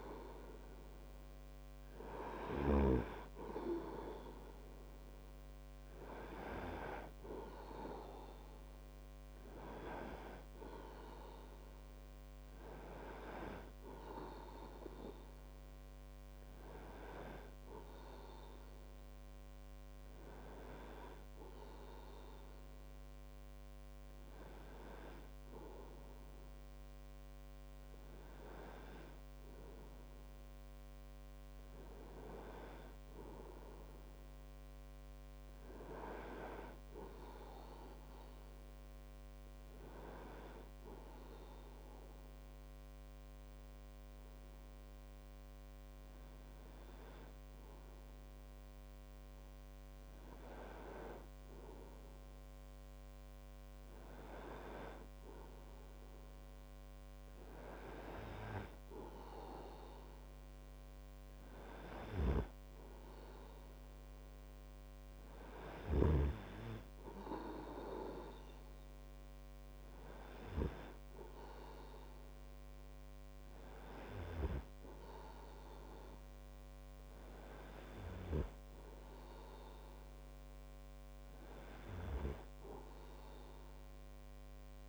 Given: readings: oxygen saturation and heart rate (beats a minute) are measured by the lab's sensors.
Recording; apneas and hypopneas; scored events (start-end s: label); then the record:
breathing in sleep by a microphone on the trachea; none
none scored
From the record:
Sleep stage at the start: N2 (light sleep); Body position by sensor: on the right side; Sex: male